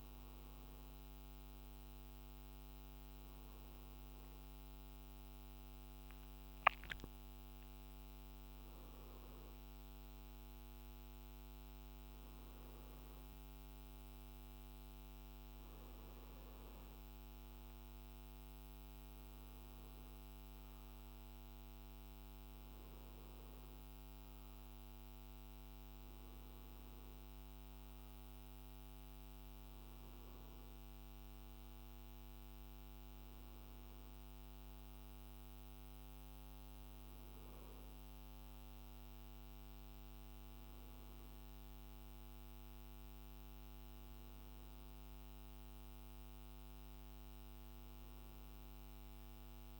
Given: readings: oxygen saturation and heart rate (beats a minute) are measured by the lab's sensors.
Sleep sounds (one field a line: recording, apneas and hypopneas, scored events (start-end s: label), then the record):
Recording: breathing in sleep, hard to hear, by a microphone on the trachea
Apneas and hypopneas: none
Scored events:
none scored
From the record:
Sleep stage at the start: N2 (light sleep)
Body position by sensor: on the right side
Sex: male